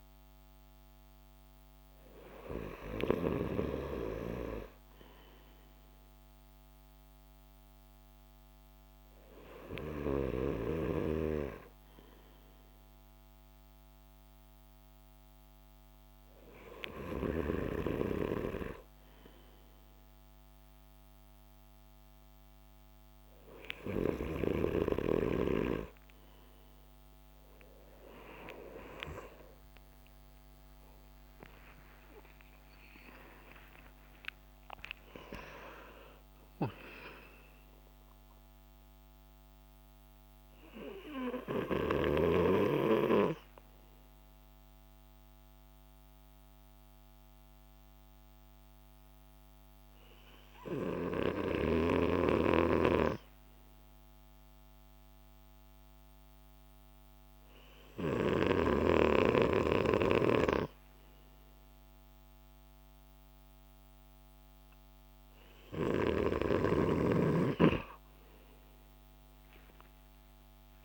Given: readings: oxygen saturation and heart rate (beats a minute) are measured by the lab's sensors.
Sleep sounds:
breathing in sleep by a microphone on the trachea; 1
28.00-34.00 s: arousal
46.00-66.00 s: hypopnea (oxygen 98% before, 96% lowest)
68.00-70.85 s: arousal
From the record:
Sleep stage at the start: N2 (light sleep); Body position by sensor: on the back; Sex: male

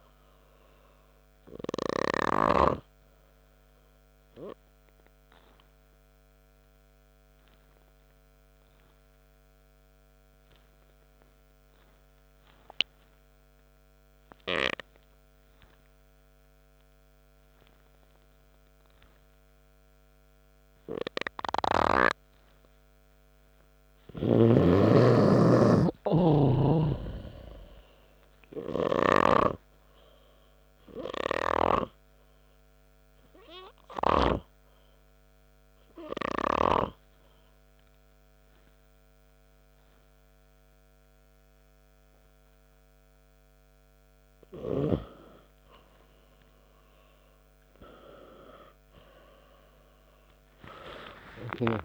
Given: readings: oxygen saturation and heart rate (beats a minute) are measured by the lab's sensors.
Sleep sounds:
breathing in sleep by a microphone on the trachea; 2
0.50-19.50 s: oxygen desaturation (device-marked, oxygen 97% before, 91% lowest, heart rate 68 before, 57 extreme)
6.50-20.50 s: obstructive apnea (oxygen 97% before, 91% lowest, heart rate 69 before, 57 extreme, up 3 after)
23.50-26.50 s: arousal
35.00-46.50 s: hypopnea (oxygen 97% before, 91% lowest, heart rate 66 before, 68 extreme, up 8 after)
47.50-51.50 s: arousal
50.50-51.85 s: oxygen desaturation (device-marked, oxygen 98% before, 91% lowest, heart rate 77 before, 74 extreme)
From the record:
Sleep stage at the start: N2 (light sleep); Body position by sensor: on the back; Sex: male

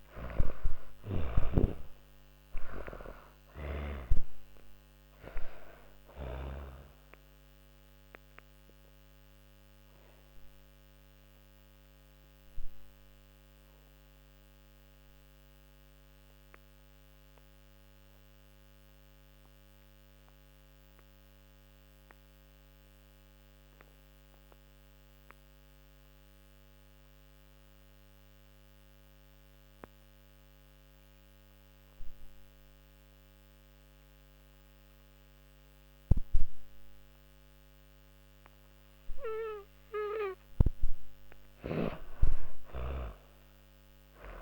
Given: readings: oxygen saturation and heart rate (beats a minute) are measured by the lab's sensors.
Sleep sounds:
breathing in sleep by a microphone on the trachea; 1
0.00-1.50 s: arousal
0.00-2.50 s: snoring (device-marked)
0.00-19.00 s: oxygen desaturation (device-marked, oxygen 82% lowest)
10.50-38.00 s: obstructive apnea (oxygen 98% before, 82% lowest)
35.00-44.42 s: oxygen desaturation (device-marked, oxygen 99% before, 84% lowest)
40.00-44.00 s: snoring (device-marked)
From the record:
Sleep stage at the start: N2 (light sleep); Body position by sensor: on the back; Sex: female

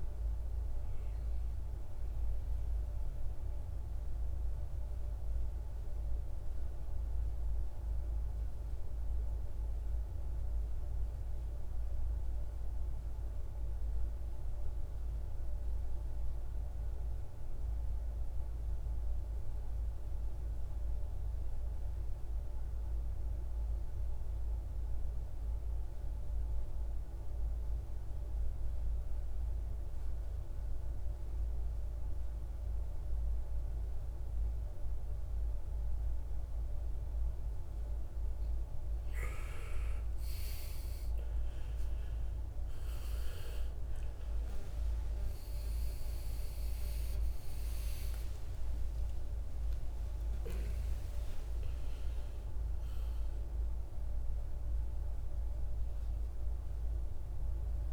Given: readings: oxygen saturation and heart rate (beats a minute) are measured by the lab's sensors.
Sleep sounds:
breathing in sleep, hard to hear, by a room microphone; 1
0.00-17.00 s: oxygen desaturation (device-marked, oxygen 89% lowest, heart rate 53 extreme)
8.50-37.50 s: obstructive apnea (oxygen 99% before, 85% lowest, heart rate 63 before, 53 extreme, up 18 after)
32.00-57.93 s: oxygen desaturation (device-marked, oxygen 98% before, 85% lowest, heart rate 56 before, 53 extreme)
44.50-50.00 s: arousal
From the record:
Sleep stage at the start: N2 (light sleep); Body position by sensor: on the right side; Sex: male

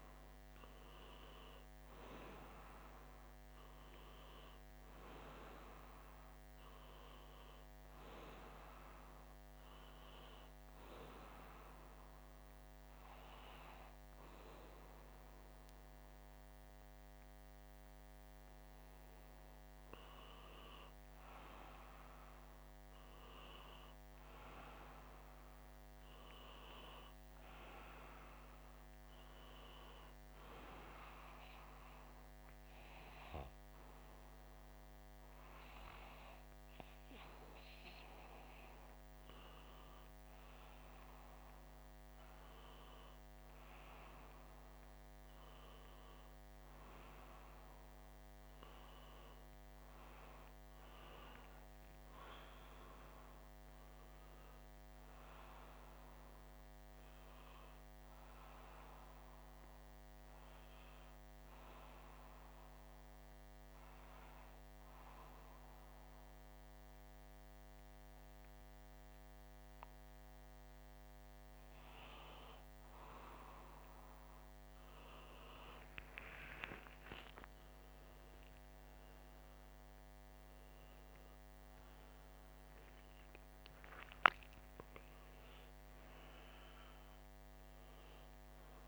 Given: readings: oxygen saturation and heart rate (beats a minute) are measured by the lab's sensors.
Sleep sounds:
breathing in sleep by a microphone on the trachea; 1
63.00-73.00 s: hypopnea (oxygen 96% before, 92% lowest, heart rate 185 before, 143 extreme, up 12 after)
74.00-78.50 s: arousal
From the record:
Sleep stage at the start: N1 (lightest sleep); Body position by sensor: upright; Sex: male

